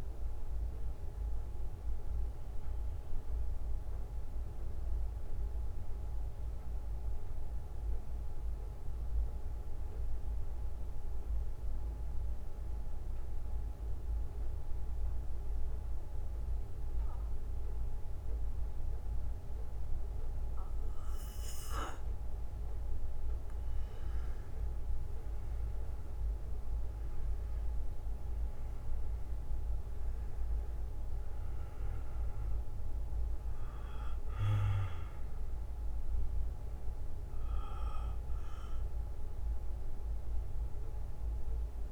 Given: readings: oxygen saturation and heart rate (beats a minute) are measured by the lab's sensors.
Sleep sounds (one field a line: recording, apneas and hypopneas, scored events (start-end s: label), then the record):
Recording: breathing in sleep, hard to hear, by a room microphone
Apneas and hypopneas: 1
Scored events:
0.00-23.00 s: bradycardia (device-marked, heart rate 48 extreme)
5.50-23.50 s: central apnea (oxygen 98% before, 89% lowest, heart rate 59 before, 55 extreme, up 14 after)
8.00-16.00 s: oxygen desaturation (device-marked, oxygen 94% before, 89% lowest, heart rate 58 before, 57 extreme)
25.50-29.00 s: arousal
35.00-37.00 s: bradycardia (device-marked, heart rate 59 before, 67 extreme)
35.00-39.00 s: oxygen desaturation (device-marked, oxygen 97% before, 93% lowest, heart rate 63 before, 48 extreme)
From the record:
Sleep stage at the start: N2 (light sleep)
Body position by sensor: on the back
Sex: male